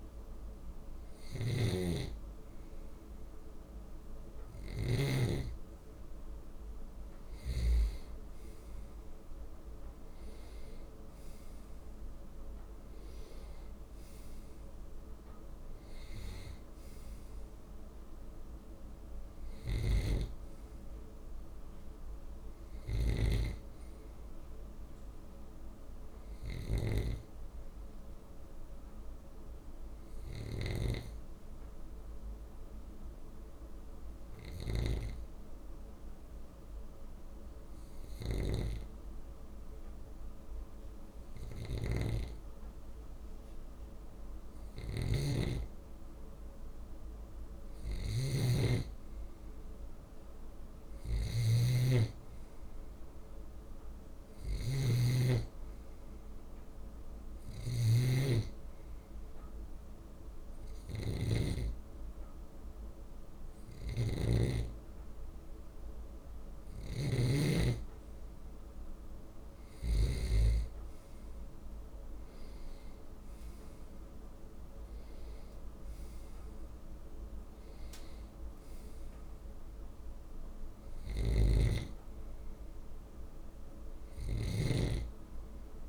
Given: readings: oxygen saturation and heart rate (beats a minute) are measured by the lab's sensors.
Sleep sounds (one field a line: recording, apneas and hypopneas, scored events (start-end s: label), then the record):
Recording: breathing in sleep by a room microphone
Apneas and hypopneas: 2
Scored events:
0.00-7.50 s: snoring (device-marked)
19.00-64.00 s: snoring (device-marked)
23.50-26.50 s: arousal
29.50-43.00 s: obstructive apnea (oxygen 95% before, 93% lowest, heart rate 143 before, 115 extreme)
46.50-50.00 s: arousal
56.50-68.00 s: hypopnea (oxygen 96% before, 93% lowest, heart rate 177 before, 137 extreme)
66.00-69.50 s: snoring (device-marked)
72.00-75.50 s: arousal
80.50-85.89 s: snoring (device-marked)
From the record:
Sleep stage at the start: N2 (light sleep)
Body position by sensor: on the left side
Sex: male